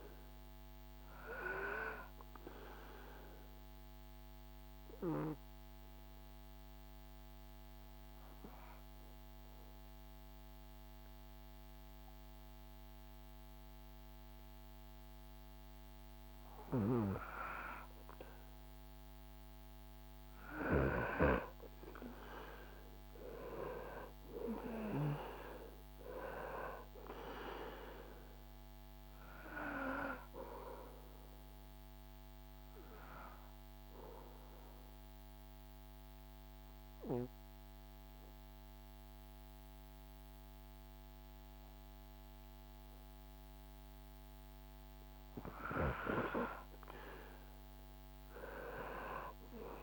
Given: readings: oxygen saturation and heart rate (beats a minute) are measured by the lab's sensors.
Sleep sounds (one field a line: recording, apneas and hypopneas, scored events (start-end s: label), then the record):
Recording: breathing in sleep by a microphone on the trachea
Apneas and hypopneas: 2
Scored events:
0.00-14.50 s: oxygen desaturation (device-marked, oxygen 93% lowest, heart rate 69 extreme)
3.00-18.00 s: obstructive apnea (oxygen 97% before, 93% lowest, heart rate 75 before, 69 extreme, up 11 after)
20.50-25.00 s: arousal
30.00-44.00 s: obstructive apnea (oxygen 98% before, 93% lowest, heart rate 75 before, 73 extreme, up 8 after)
46.50-49.83 s: arousal
From the record:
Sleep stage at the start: REM sleep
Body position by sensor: on the back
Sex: male